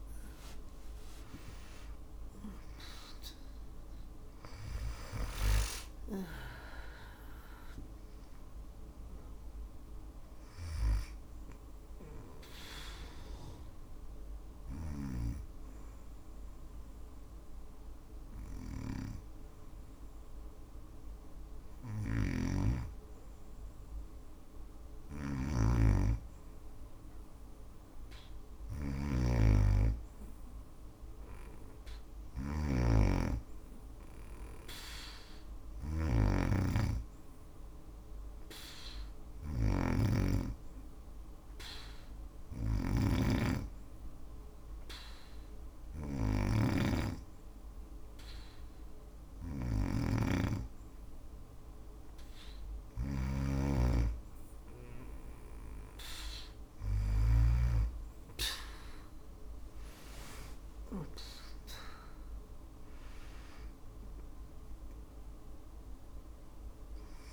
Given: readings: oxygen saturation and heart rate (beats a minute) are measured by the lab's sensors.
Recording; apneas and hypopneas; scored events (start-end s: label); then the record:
breathing in sleep by a room microphone; 2
0.00-3.50 s: arousal
10.50-22.00 s: obstructive apnea (oxygen 96% before, 93% lowest, heart rate 47 before, 40 extreme, up 21 after)
21.00-56.50 s: snoring (device-marked)
28.50-32.00 s: arousal
40.50-50.50 s: obstructive apnea (oxygen 97% before, 93% lowest)
59.00-62.50 s: arousal
From the record:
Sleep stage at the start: N2 (light sleep); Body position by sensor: on the back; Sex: female